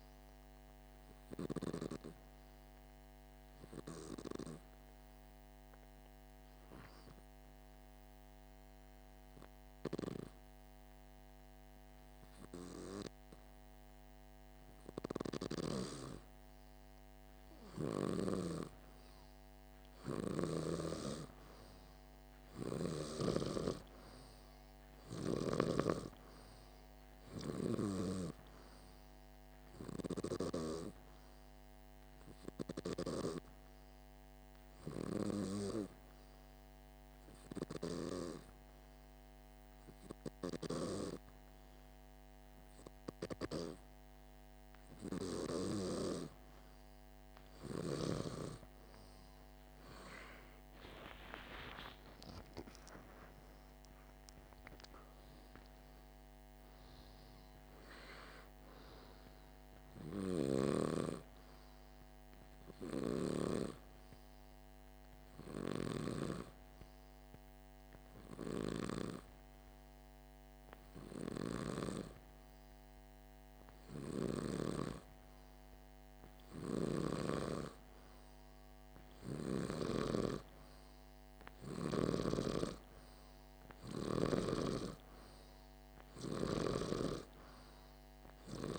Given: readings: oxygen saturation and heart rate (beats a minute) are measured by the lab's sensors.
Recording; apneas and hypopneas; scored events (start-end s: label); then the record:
breathing in sleep by a microphone on the trachea; 3
0.00-7.50 s: oxygen desaturation (device-marked, oxygen 95% lowest, heart rate 50 extreme)
4.50-15.50 s: hypopnea (oxygen 99% before, 95% lowest, heart rate 52 before, 50 extreme, up 0 after)
18.50-22.50 s: arousal
31.50-44.50 s: oxygen desaturation (device-marked, oxygen 99% before, 96% lowest, heart rate 51 before, 49 extreme)
32.50-44.50 s: hypopnea (oxygen 99% before, 95% lowest, heart rate 51 before, 49 extreme, up 4 after)
50.00-54.50 s: arousal
62.50-74.00 s: hypopnea (oxygen 97% before, 94% lowest, heart rate 52 before, 50 extreme, up 1 after)
77.00-81.50 s: arousal
From the record:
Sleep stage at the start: N2 (light sleep); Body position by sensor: on the back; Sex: male